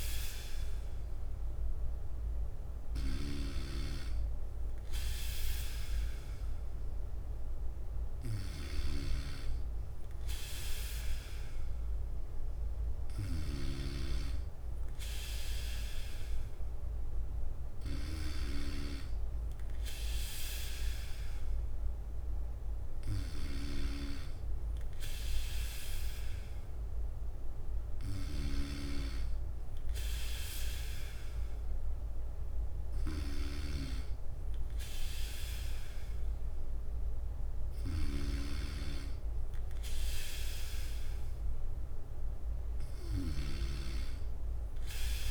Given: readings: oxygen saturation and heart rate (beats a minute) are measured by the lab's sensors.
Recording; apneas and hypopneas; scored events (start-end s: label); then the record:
breathing in sleep by a room microphone; none
18.00-25.00 s: bradycardia (device-marked, heart rate 60 before, 58 extreme)
33.00-42.00 s: bradycardia (device-marked, heart rate 60 before, 57 extreme)
From the record:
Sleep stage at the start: N3 (deep sleep); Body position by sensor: on the back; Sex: male